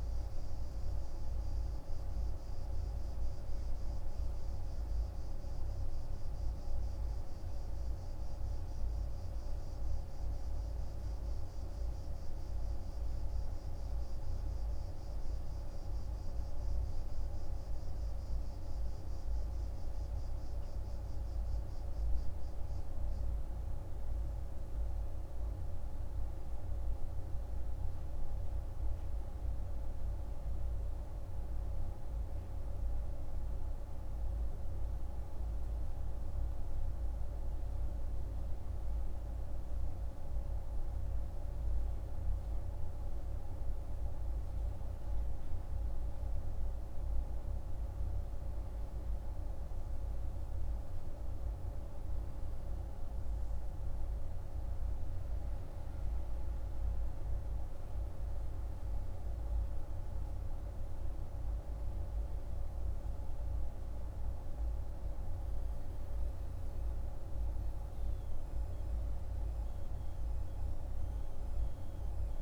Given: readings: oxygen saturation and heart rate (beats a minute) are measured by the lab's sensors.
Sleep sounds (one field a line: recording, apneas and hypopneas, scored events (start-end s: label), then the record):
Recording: breathing in sleep, hard to hear, by a room microphone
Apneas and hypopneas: none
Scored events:
none scored
From the record:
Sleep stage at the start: N3 (deep sleep)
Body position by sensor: on the right side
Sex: male